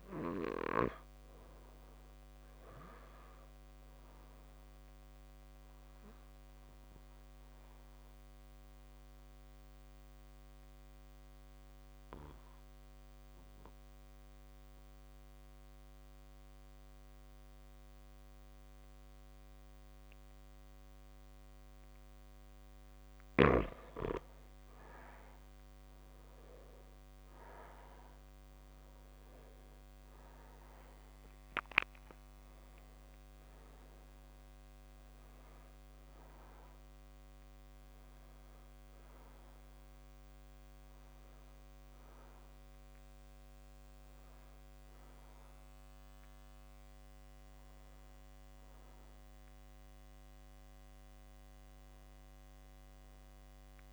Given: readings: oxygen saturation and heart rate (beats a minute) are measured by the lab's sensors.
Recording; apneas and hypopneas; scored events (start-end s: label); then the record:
breathing in sleep by a microphone on the trachea; 1
6.50-22.50 s: mixed apnea (oxygen 98% before, 95% lowest)
25.50-31.00 s: arousal
40.00-53.93 s: oxygen desaturation (device-marked, oxygen 98% before, 95% lowest)
From the record:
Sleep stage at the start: N2 (light sleep); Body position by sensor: on the back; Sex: male